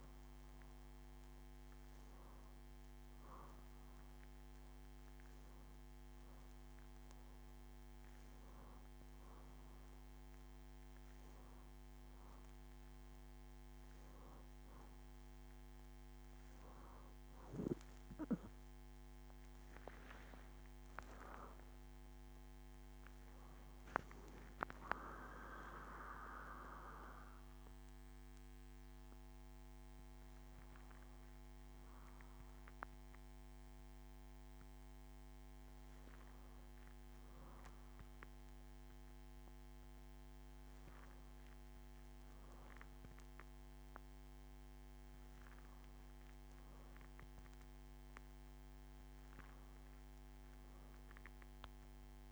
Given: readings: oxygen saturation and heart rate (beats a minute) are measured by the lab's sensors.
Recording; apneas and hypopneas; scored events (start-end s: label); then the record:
breathing in sleep by a microphone on the trachea; none
21.50-26.00 s: arousal
From the record:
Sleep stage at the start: N2 (light sleep); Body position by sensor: on the back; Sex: female